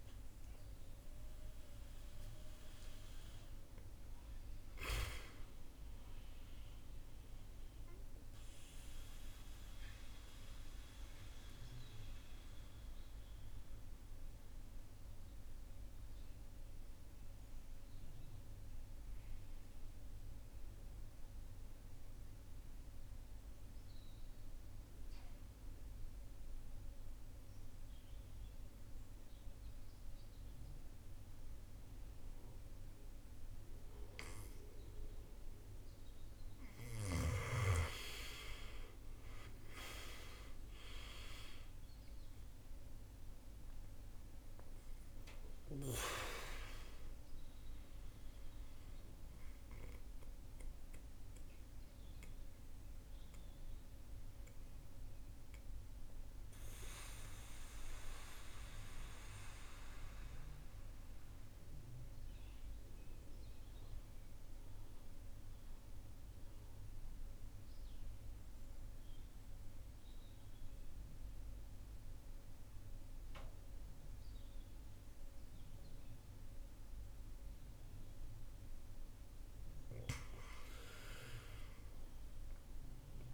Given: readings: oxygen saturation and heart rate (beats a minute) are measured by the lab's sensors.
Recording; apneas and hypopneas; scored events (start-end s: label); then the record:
breathing in sleep by a room microphone; 2
0.00-17.50 s: oxygen desaturation (device-marked, oxygen 83% lowest, heart rate 51 extreme)
8.50-35.50 s: mixed apnea (oxygen 99% before, 81% lowest, heart rate 61 before, 51 extreme, up 15 after)
30.50-68.50 s: oxygen desaturation (device-marked, oxygen 99% before, 81% lowest, heart rate 54 before, 51 extreme)
37.50-42.00 s: arousal
48.50-79.00 s: mixed apnea (oxygen 99% before, 81% lowest, heart rate 62 before, 51 extreme, up 15 after)
81.00-83.34 s: arousal
81.50-83.34 s: oxygen desaturation (device-marked, oxygen 99% before, 87% lowest, heart rate 57 before, 51 extreme)
From the record:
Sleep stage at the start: N2 (light sleep); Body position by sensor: on the right side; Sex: male